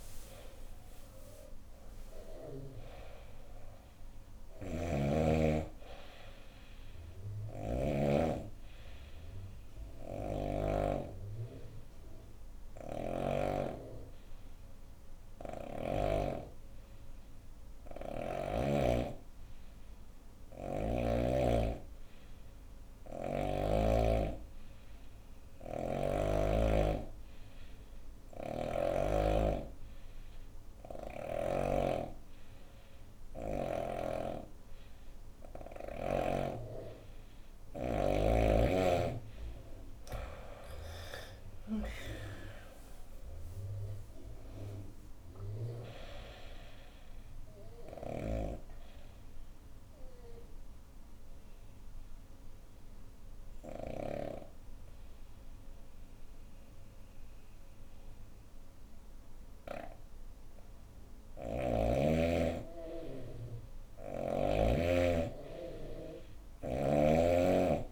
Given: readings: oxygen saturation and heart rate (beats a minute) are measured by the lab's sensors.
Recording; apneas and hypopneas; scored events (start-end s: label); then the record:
breathing in sleep by a room microphone; 2
0.00-3.50 s: arousal
4.00-10.50 s: snoring (device-marked)
8.00-35.50 s: hypopnea (oxygen 95% before, 90% lowest, heart rate 72 before, 61 extreme, up 6 after)
25.00-28.50 s: snoring (device-marked)
28.00-62.00 s: oxygen desaturation (device-marked, oxygen 97% before, 90% lowest, heart rate 69 before, 61 extreme)
40.00-44.00 s: arousal
47.50-53.50 s: snoring (device-marked)
47.50-60.00 s: obstructive apnea (oxygen 97% before, 90% lowest, heart rate 71 before, 61 extreme, up 9 after)
60.50-64.00 s: snoring (device-marked)
64.00-67.50 s: arousal
From the record:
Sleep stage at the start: N2 (light sleep); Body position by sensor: on the right side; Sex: female